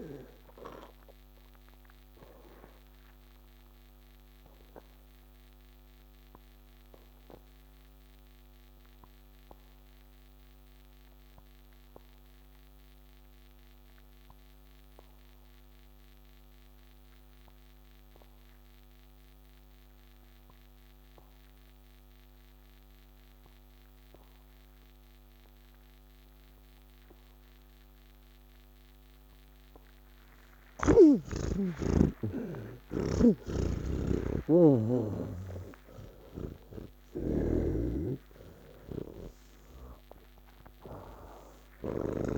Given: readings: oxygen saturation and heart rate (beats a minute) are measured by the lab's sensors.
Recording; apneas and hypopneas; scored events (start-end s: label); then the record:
breathing in sleep by a microphone on the trachea; 1
0.00-16.00 s: oxygen desaturation (device-marked, oxygen 81% lowest, heart rate 27 extreme)
4.00-28.50 s: obstructive apnea (oxygen 98% before, 79% lowest, heart rate 116 before, 71 extreme, up 20 after)
18.00-42.38 s: oxygen desaturation (device-marked, oxygen 98% before, 79% lowest, heart rate 114 before, 30 extreme)
33.50-42.38 s: snoring (device-marked)
From the record:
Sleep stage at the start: N3 (deep sleep); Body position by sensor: on the back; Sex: male